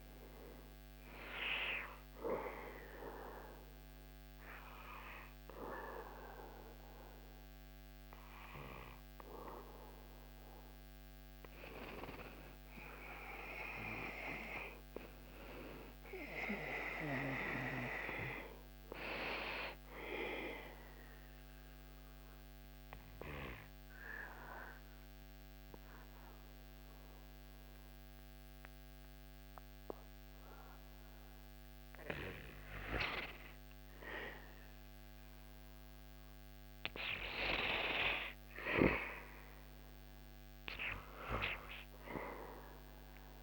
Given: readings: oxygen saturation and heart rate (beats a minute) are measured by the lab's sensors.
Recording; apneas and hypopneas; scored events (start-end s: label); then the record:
breathing in sleep by a microphone on the trachea; 1
11.00-14.50 s: arousal
20.50-31.00 s: obstructive apnea (oxygen 99% before, 88% lowest, heart rate 86 before, 75 extreme, up 1 after)
33.00-37.50 s: arousal
From the record:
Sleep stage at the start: N2 (light sleep); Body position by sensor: on the back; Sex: male